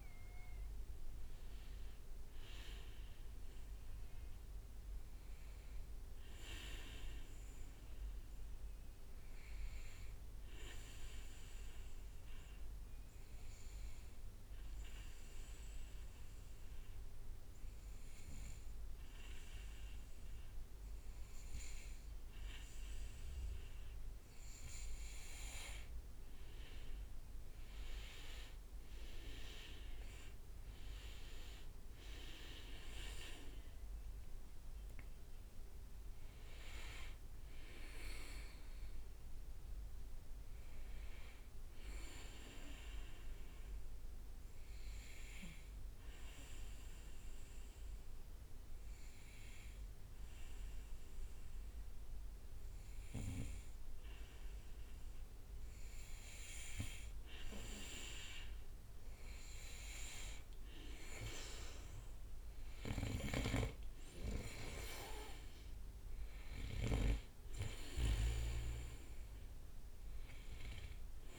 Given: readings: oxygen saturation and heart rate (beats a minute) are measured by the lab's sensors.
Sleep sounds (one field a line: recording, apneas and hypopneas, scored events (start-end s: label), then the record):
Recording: breathing in sleep by a room microphone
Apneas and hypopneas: 2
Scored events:
10.50-23.00 s: obstructive apnea (oxygen 97% before, 94% lowest, heart rate 64 before, 62 extreme, up 5 after)
24.50-46.50 s: oxygen desaturation (device-marked, oxygen 98% before, 94% lowest, heart rate 62 before, 62 extreme)
25.50-31.00 s: arousal
44.00-55.50 s: obstructive apnea (oxygen 98% before, 94% lowest, heart rate 67 before, 62 extreme, up 3 after)
57.50-62.00 s: arousal
60.50-71.39 s: oxygen desaturation (device-marked, oxygen 98% before, 94% lowest, heart rate 64 before, 63 extreme)
From the record:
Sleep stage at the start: N2 (light sleep)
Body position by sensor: on the back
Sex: male